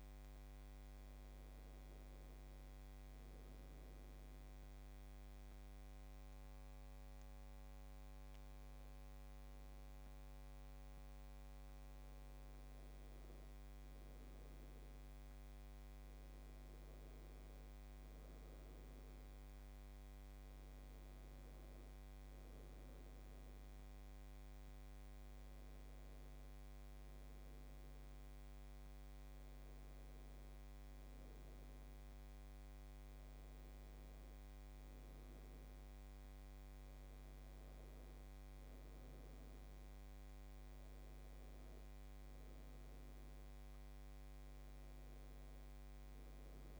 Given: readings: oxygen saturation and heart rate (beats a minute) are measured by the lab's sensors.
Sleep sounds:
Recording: a person awake in a sleep study, hard to hear, by a microphone on the trachea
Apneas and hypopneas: none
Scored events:
none scored
From the record:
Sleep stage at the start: awake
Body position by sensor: on the back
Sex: female

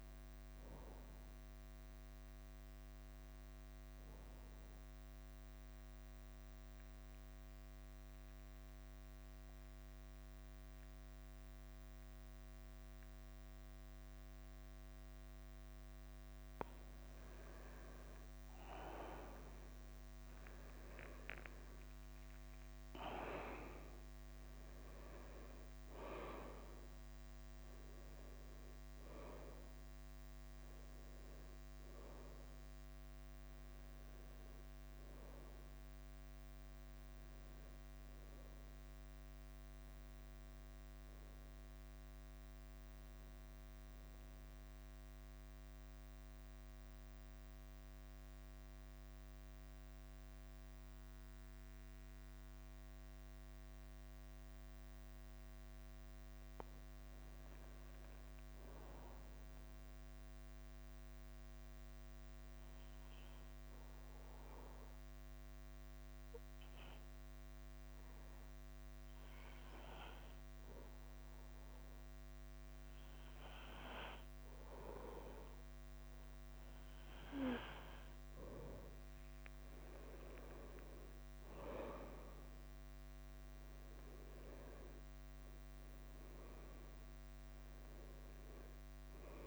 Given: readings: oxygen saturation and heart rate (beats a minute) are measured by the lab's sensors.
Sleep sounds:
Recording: breathing in sleep by a microphone on the trachea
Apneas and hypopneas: 2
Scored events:
0.00-12.50 s: oxygen desaturation (device-marked, oxygen 92% lowest, heart rate 47 extreme)
0.00-89.47 s: bradycardia (device-marked, heart rate 40 extreme)
4.50-17.00 s: mixed apnea (oxygen 97% before, 92% lowest, heart rate 57 before, 47 extreme, up 11 after)
19.50-23.50 s: arousal
27.50-57.50 s: oxygen desaturation (device-marked, oxygen 98% before, 94% lowest, heart rate 51 before, 40 extreme)
50.50-52.50 s: long interval between heartbeats (device-marked, heart rate 55 before, 53 extreme)
54.50-89.47 s: new sleep stage, N2 (light sleep)
57.00-60.00 s: arousal
62.50-77.00 s: obstructive apnea (oxygen 98% before, 92% lowest, heart rate 50 before, 48 extreme, up 0 after)
79.50-83.00 s: arousal
From the record:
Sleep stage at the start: N1 (lightest sleep)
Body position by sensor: on the front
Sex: male

